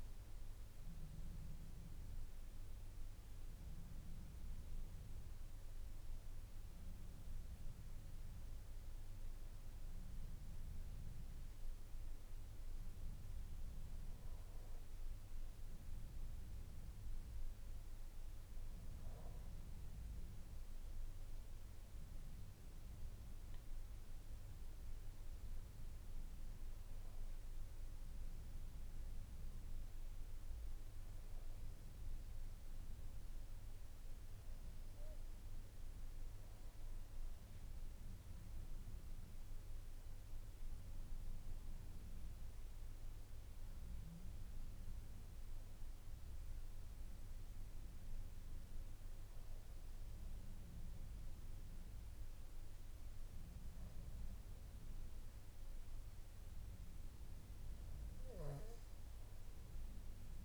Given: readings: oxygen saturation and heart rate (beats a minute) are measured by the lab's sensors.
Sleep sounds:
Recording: breathing in sleep, hard to hear, by a room microphone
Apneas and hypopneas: none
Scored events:
none scored
From the record:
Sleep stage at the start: N2 (light sleep)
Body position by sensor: on the back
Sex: male

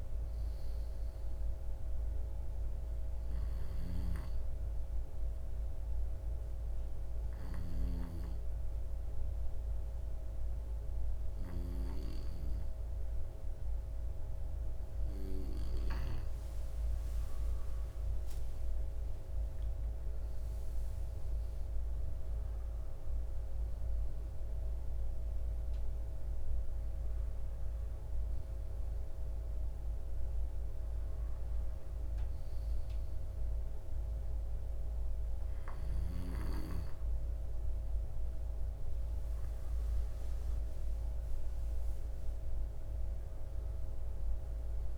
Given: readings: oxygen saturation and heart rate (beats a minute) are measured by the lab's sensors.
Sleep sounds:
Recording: breathing in sleep by a room microphone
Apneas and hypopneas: 1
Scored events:
3.50-14.50 s: obstructive apnea (oxygen 95% before, 92% lowest)
18.50-22.00 s: arousal
27.00-43.00 s: oxygen desaturation (device-marked, oxygen 97% before, 93% lowest)
43.00-44.98 s: arousal
From the record:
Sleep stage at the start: N2 (light sleep)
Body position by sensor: on the back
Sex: male

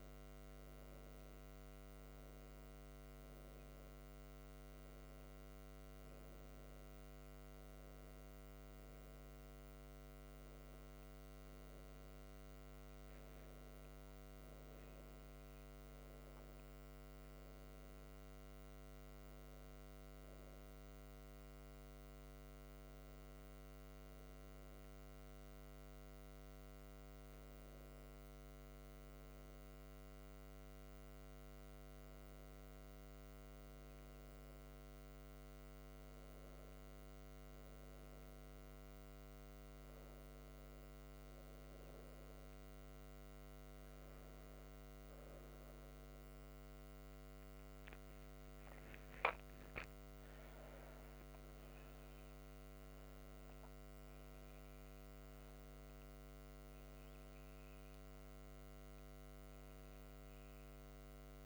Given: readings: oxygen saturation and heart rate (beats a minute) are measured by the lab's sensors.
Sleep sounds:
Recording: a person awake in a sleep study, hard to hear, by a microphone on the trachea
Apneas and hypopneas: none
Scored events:
none scored
From the record:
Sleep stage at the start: awake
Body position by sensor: on the right side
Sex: female

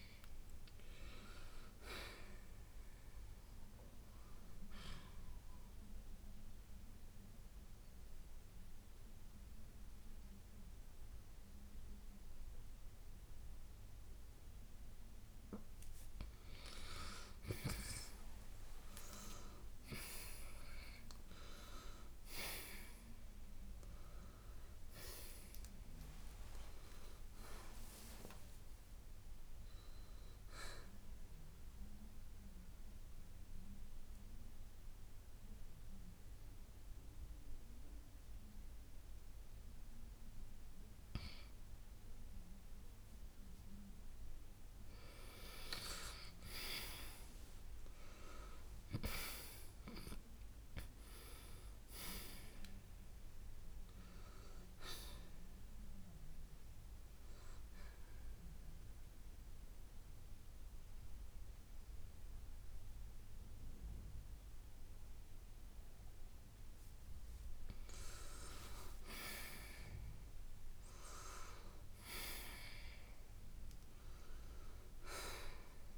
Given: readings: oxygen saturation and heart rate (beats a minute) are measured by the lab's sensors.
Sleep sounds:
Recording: breathing in sleep by a room microphone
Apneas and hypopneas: 3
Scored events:
0.00-1.00 s: oxygen desaturation (device-marked, oxygen 88% lowest, heart rate 57 extreme)
6.00-16.00 s: mixed apnea (oxygen 95% before, 88% lowest, heart rate 68 before, 57 extreme, up 14 after)
17.00-22.00 s: arousal
19.00-35.00 s: oxygen desaturation (device-marked, oxygen 94% before, 89% lowest, heart rate 68 before, 54 extreme)
31.50-42.00 s: central apnea (oxygen 94% before, 86% lowest, heart rate 65 before, 54 extreme, up 3 after)
46.50-51.00 s: arousal
49.00-55.00 s: oxygen desaturation (device-marked, oxygen 94% before, 88% lowest, heart rate 63 before, 52 extreme)
58.50-68.50 s: central apnea (oxygen 94% before, 86% lowest, heart rate 62 before, 52 extreme, up 12 after)
70.00-73.50 s: arousal
70.00-75.97 s: oxygen desaturation (device-marked, oxygen 94% before, 86% lowest, heart rate 66 before, 59 extreme)
From the record:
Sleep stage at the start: N2 (light sleep)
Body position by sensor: on the right side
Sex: male

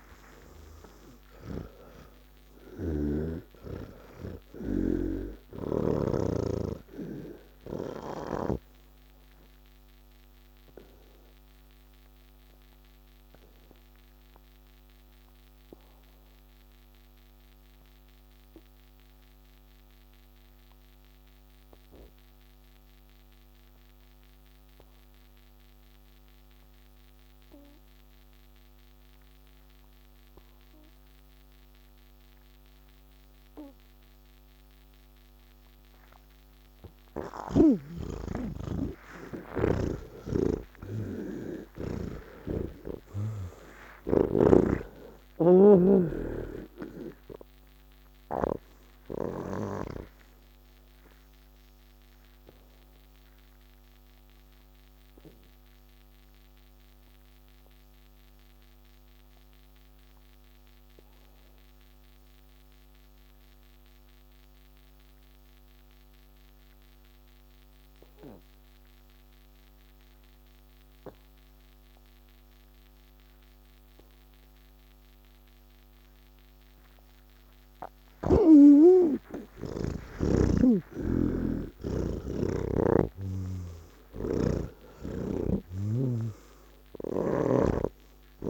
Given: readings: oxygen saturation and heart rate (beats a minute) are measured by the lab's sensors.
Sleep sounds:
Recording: breathing in sleep by a microphone on the trachea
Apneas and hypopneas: 2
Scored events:
0.00-6.00 s: oxygen desaturation (device-marked, oxygen 88% lowest, heart rate 76 extreme)
0.00-6.50 s: snoring (device-marked)
8.00-23.00 s: oxygen desaturation (device-marked, oxygen 92% before, 80% lowest, heart rate 153 before, 76 extreme)
9.00-36.50 s: obstructive apnea (oxygen 98% before, 79% lowest, heart rate 155 before, 76 extreme, up 41 after)
29.00-64.00 s: oxygen desaturation (device-marked, oxygen 98% before, 79% lowest, heart rate 121 before, 84 extreme)
42.50-50.50 s: snoring (device-marked)
54.00-77.50 s: obstructive apnea (oxygen 98% before, 79% lowest, heart rate 128 before, 84 extreme)
68.00-88.50 s: oxygen desaturation (device-marked, oxygen 98% before, 79% lowest, heart rate 122 before, 58 extreme)
85.50-88.50 s: snoring (device-marked)
From the record:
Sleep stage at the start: N2 (light sleep)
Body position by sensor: on the back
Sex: male

